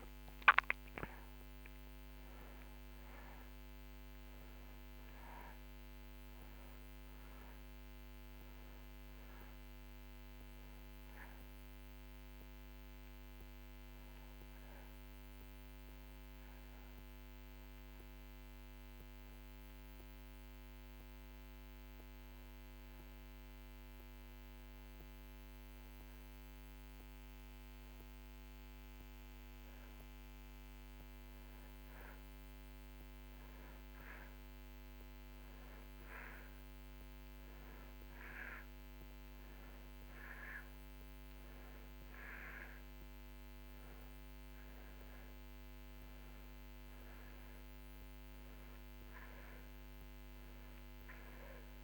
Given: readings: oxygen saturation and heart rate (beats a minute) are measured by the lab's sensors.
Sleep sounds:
breathing in sleep, hard to hear, by a microphone on the trachea; 1
11.00-33.00 s: oxygen desaturation (device-marked, oxygen 92% before, 87% lowest)
16.00-30.50 s: hypopnea (oxygen 93% before, 87% lowest)
33.50-38.00 s: arousal
42.00-51.84 s: oxygen desaturation (device-marked, oxygen 97% before, 88% lowest)
From the record:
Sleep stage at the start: N2 (light sleep); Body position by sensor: on the back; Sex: male

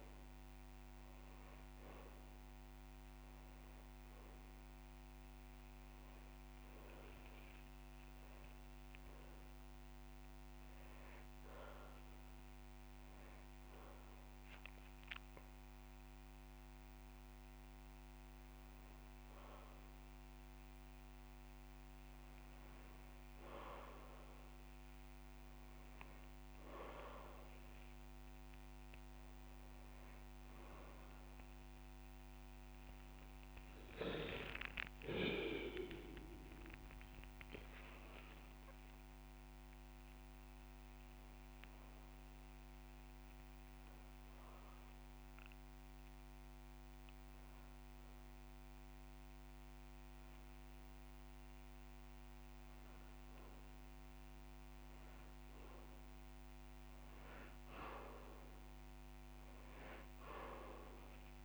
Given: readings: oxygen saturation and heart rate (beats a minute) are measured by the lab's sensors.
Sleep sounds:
breathing in sleep by a microphone on the trachea; 2
0.00-13.00 s: oxygen desaturation (device-marked, oxygen 94% lowest)
9.50-21.00 s: hypopnea (oxygen 97% before, 94% lowest)
20.50-22.50 s: long interval between heartbeats (device-marked)
23.50-27.00 s: arousal
29.50-31.50 s: long interval between heartbeats (device-marked)
46.00-57.00 s: hypopnea (oxygen 98% before, 94% lowest)
47.50-49.50 s: long interval between heartbeats (device-marked)
From the record:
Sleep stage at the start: N2 (light sleep); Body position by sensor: on the back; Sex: male

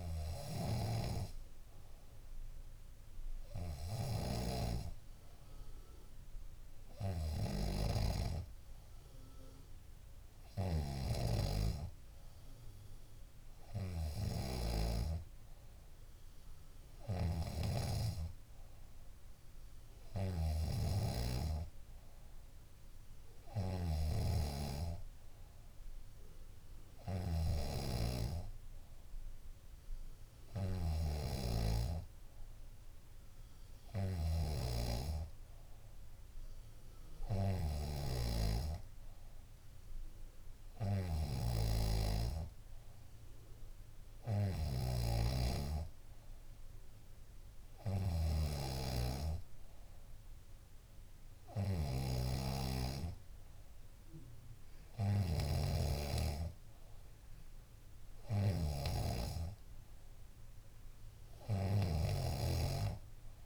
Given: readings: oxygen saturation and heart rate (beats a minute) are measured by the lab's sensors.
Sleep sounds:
breathing in sleep by a room microphone; none
17.00-27.50 s: snoring (device-marked)
41.00-63.46 s: snoring (device-marked)
From the record:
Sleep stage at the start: N2 (light sleep); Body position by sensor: on the back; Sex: female

